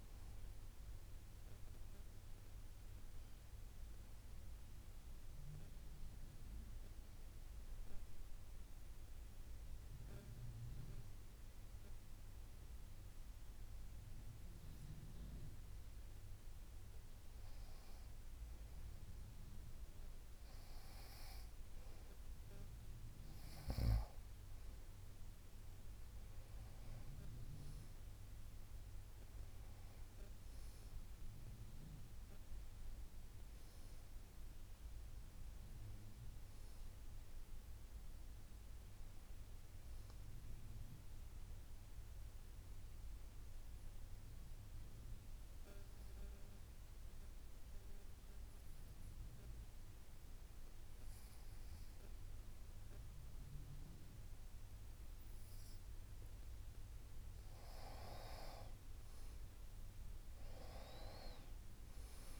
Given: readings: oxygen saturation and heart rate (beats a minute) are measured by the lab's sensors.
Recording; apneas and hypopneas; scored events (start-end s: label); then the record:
breathing in sleep, hard to hear, by a room microphone; 2
5.00-62.40 s: new sleep stage, N2 (light sleep)
6.50-17.50 s: obstructive apnea (oxygen 99% before, 92% lowest, heart rate 67 before, 59 extreme, up 0 after)
20.00-25.00 s: arousal
26.00-36.00 s: oxygen desaturation (device-marked, oxygen 98% before, 94% lowest, heart rate 63 before, 56 extreme)
44.50-57.00 s: obstructive apnea (oxygen 98% before, 92% lowest, heart rate 64 before, 53 extreme, up 24 after)
59.50-62.40 s: arousal
From the record:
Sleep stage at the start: N1 (lightest sleep); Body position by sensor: on the back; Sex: female